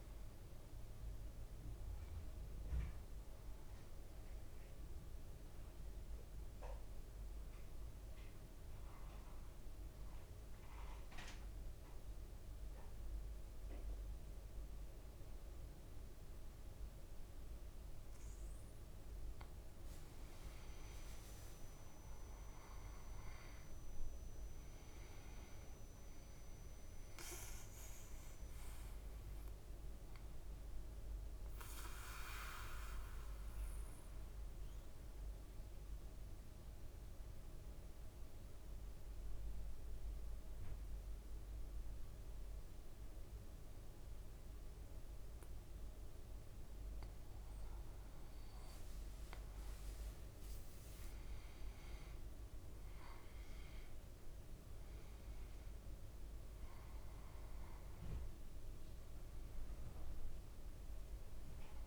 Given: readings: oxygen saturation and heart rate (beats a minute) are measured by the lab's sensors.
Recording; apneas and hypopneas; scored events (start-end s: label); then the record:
breathing in sleep, hard to hear, by a room microphone; 2
4.00-19.00 s: mixed apnea (oxygen 97% before, 94% lowest, heart rate 57 before, 53 extreme, up 6 after)
19.00-22.50 s: leg movement (device-marked)
20.50-24.50 s: arousal
24.50-45.50 s: oxygen desaturation (device-marked, oxygen 98% before, 94% lowest, heart rate 55 before, 53 extreme)
31.50-47.00 s: obstructive apnea (oxygen 98% before, 94% lowest, heart rate 57 before, 53 extreme, up 7 after)
47.50-50.50 s: leg movement (device-marked)
51.00-55.00 s: arousal
From the record:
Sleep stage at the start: N2 (light sleep); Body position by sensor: on the back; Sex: male